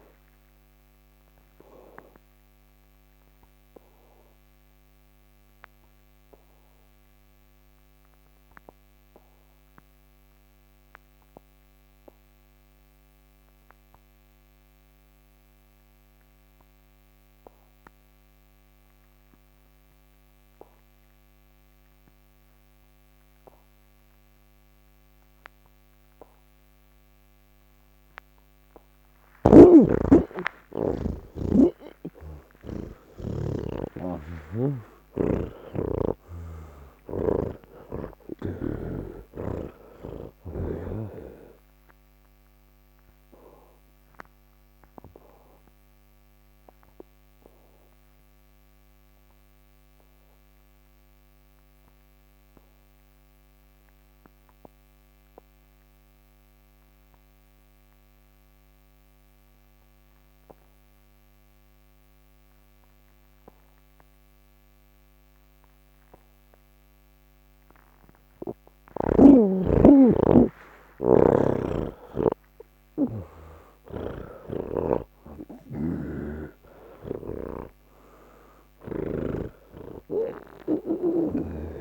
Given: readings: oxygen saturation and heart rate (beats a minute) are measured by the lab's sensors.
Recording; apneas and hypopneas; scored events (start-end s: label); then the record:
breathing in sleep by a microphone on the trachea; 2
0.00-15.00 s: oxygen desaturation (device-marked, oxygen 80% lowest, heart rate 60 extreme)
3.00-27.00 s: obstructive apnea (oxygen 99% before, 80% lowest, heart rate 101 before, 60 extreme, up 0 after)
25.00-37.00 s: oxygen desaturation (device-marked, oxygen 99% before, 90% lowest, heart rate 159 before, 64 extreme)
29.00-33.00 s: snoring (device-marked)
35.00-39.00 s: snoring (device-marked)
43.00-61.00 s: oxygen desaturation (device-marked, oxygen 92% before, 80% lowest, heart rate 102 before, 82 extreme)
43.50-67.00 s: obstructive apnea (oxygen 99% before, 80% lowest, heart rate 102 before, 58 extreme, up 58 after)
74.00-81.50 s: snoring (device-marked)
74.00-81.81 s: oxygen desaturation (device-marked, oxygen 96% before, 82% lowest, heart rate 128 before, 55 extreme)
From the record:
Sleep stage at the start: N3 (deep sleep); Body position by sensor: on the back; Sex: male